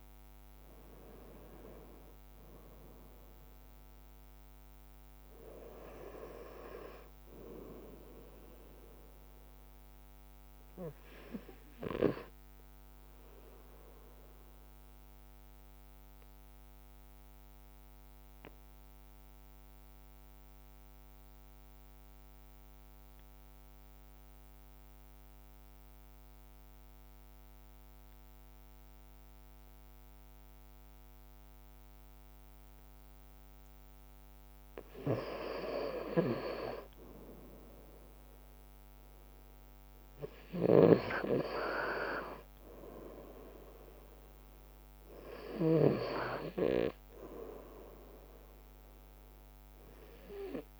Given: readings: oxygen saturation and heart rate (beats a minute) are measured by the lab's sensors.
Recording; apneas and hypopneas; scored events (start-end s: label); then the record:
breathing in sleep by a microphone on the trachea; 1
0.00-9.50 s: oxygen desaturation (device-marked, oxygen 94% lowest, heart rate 54 extreme)
11.00-33.50 s: obstructive apnea (oxygen 97% before, 94% lowest, heart rate 56 before, 53 extreme, up 1 after)
36.50-40.00 s: arousal
40.00-45.50 s: snoring (device-marked)
From the record:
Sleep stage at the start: N2 (light sleep); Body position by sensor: on the right side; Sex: male